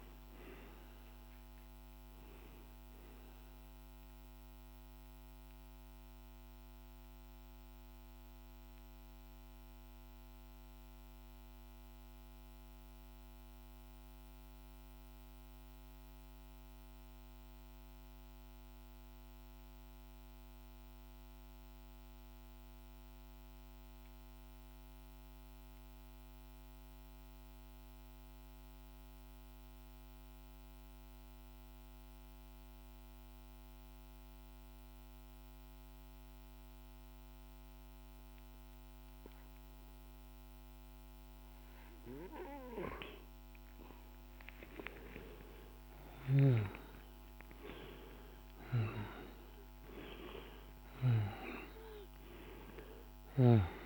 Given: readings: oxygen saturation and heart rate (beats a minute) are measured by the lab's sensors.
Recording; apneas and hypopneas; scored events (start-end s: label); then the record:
breathing in sleep by a microphone on the trachea; 1
0.00-17.50 s: oxygen desaturation (device-marked, oxygen 88% lowest, heart rate 49 extreme)
3.00-39.50 s: mixed apnea (oxygen 99% before, 88% lowest, heart rate 56 before, 49 extreme, up 5 after)
34.50-53.86 s: oxygen desaturation (device-marked, oxygen 99% before, 89% lowest, heart rate 51 before, 50 extreme)
42.50-45.50 s: arousal
From the record:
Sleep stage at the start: N2 (light sleep); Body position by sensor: on the back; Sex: male